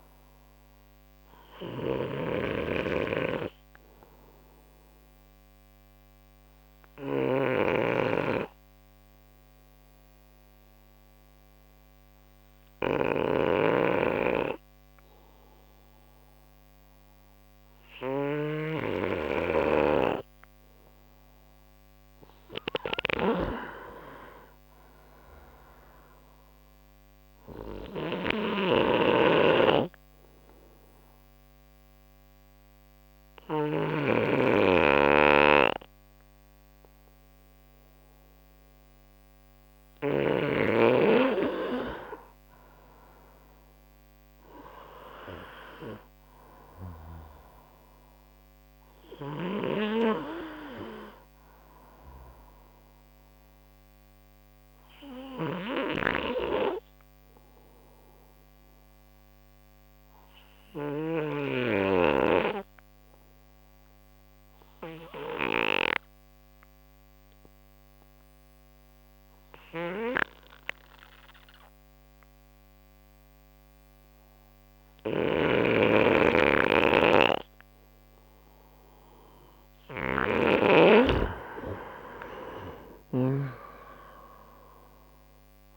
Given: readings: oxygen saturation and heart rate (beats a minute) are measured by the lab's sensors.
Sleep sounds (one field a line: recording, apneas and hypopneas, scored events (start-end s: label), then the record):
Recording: breathing in sleep by a microphone on the trachea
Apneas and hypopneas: 3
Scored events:
2.00-34.50 s: snoring (device-marked)
4.00-22.00 s: obstructive apnea (oxygen 96% before, 91% lowest, heart rate 69 before, 63 extreme, up 6 after)
10.50-23.50 s: oxygen desaturation (device-marked, oxygen 95% before, 91% lowest, heart rate 69 before, 64 extreme)
23.50-27.00 s: arousal
30.00-42.50 s: obstructive apnea (oxygen 95% before, 91% lowest, heart rate 67 before, 65 extreme, up 5 after)
40.50-53.50 s: oxygen desaturation (device-marked, oxygen 95% before, 91% lowest, heart rate 69 before, 65 extreme)
44.00-47.50 s: arousal
54.00-79.50 s: obstructive apnea (oxygen 95% before, 89% lowest, heart rate 70 before, 65 extreme, up 4 after)
75.50-81.50 s: snoring (device-marked)
81.50-85.50 s: arousal
From the record:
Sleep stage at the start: N2 (light sleep)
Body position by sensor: on the right side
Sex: male